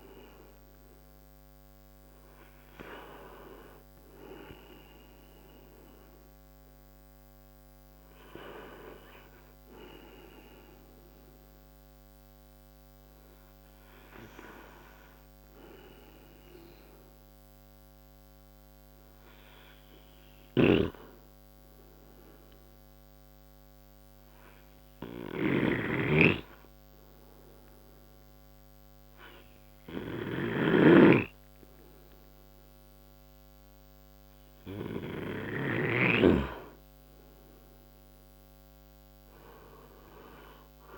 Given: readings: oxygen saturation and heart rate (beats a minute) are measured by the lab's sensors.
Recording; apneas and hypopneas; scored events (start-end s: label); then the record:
breathing in sleep by a microphone on the trachea; 1
0.00-4.50 s: oxygen desaturation (device-marked, oxygen 92% lowest)
16.00-19.00 s: arousal
22.50-35.00 s: obstructive apnea (oxygen 98% before, 91% lowest)
32.50-40.98 s: oxygen desaturation (device-marked, oxygen 98% before, 93% lowest)
36.50-38.50 s: arousal
From the record:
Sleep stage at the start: N2 (light sleep); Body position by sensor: on the right side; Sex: male